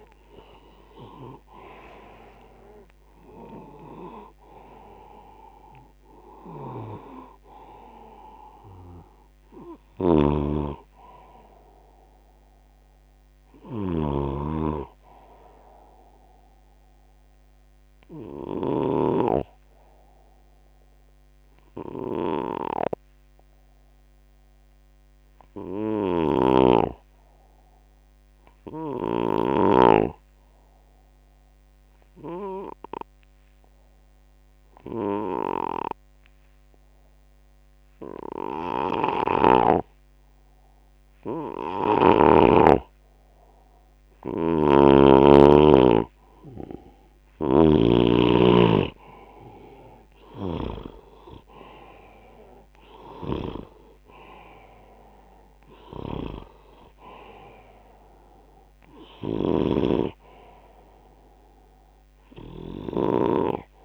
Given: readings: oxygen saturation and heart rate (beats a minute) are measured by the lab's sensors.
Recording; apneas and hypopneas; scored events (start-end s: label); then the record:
breathing in sleep by a microphone on the trachea; 1
0.00-2.50 s: bradycardia (device-marked, heart rate 51 extreme)
0.00-10.50 s: oxygen desaturation (device-marked, oxygen 90% lowest, heart rate 51 extreme)
9.50-19.00 s: snoring (device-marked)
12.50-25.50 s: oxygen desaturation (device-marked, oxygen 96% before, 89% lowest, heart rate 66 before, 68 extreme)
18.50-42.50 s: hypopnea (oxygen 96% before, 89% lowest, heart rate 72 before, 67 extreme, up 5 after)
44.00-63.00 s: snoring (device-marked)
47.50-63.85 s: oxygen desaturation (device-marked, oxygen 97% before, 89% lowest, heart rate 77 before, 67 extreme)
50.00-54.00 s: arousal
From the record:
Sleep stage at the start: N2 (light sleep); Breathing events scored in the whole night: 271 in 4.0 hours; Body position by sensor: on the left side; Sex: male